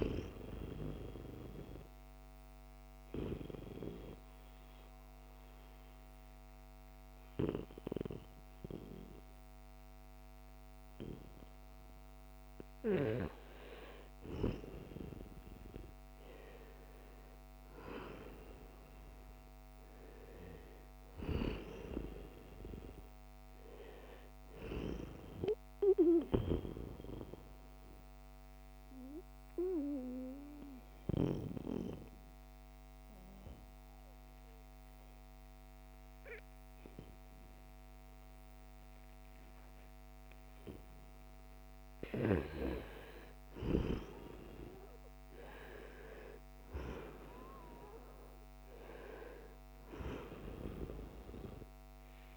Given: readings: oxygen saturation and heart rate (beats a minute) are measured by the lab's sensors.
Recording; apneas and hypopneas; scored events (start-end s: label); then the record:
breathing in sleep by a microphone on the trachea; 2
1.50-12.50 s: obstructive apnea (oxygen 95% before, 90% lowest, heart rate 76 before, 74 extreme, up 0 after)
15.00-20.00 s: arousal
26.50-41.00 s: obstructive apnea (oxygen 94% before, 90% lowest, heart rate 77 before, 74 extreme, up 3 after)
42.00-47.00 s: arousal
51.00-52.37 s: oxygen desaturation (device-marked, oxygen 95% before, 90% lowest, heart rate 76 before, 74 extreme)
From the record:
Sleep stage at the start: N2 (light sleep); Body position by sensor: on the right side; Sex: male